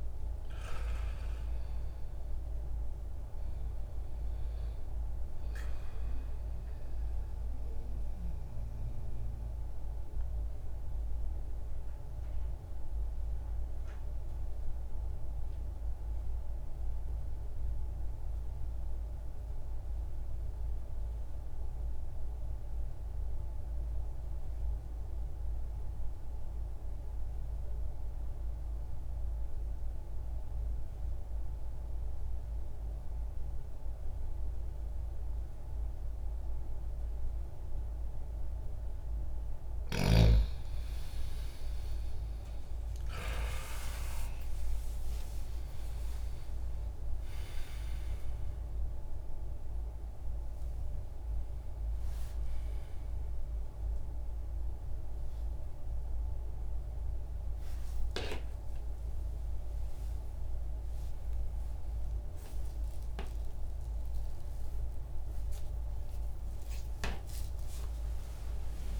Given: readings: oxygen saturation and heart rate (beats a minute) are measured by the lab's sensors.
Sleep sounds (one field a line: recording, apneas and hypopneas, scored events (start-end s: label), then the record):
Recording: breathing in sleep, hard to hear, by a room microphone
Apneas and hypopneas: 1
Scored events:
0.00-28.50 s: oxygen desaturation (device-marked, oxygen 83% lowest, heart rate 60 extreme)
8.00-39.00 s: mixed apnea (oxygen 98% before, 83% lowest, heart rate 60 before, 60 extreme, up 28 after)
41.00-45.50 s: arousal
41.50-57.50 s: oxygen desaturation (device-marked, oxygen 97% before, 89% lowest, heart rate 60 before, 60 extreme)
62.50-69.00 s: new sleep stage, awake
64.50-69.00 s: oxygen desaturation (device-marked, oxygen 91% before, 88% lowest, heart rate 74 before, 60 extreme)
From the record:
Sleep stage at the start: N2 (light sleep)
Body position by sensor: on the back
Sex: male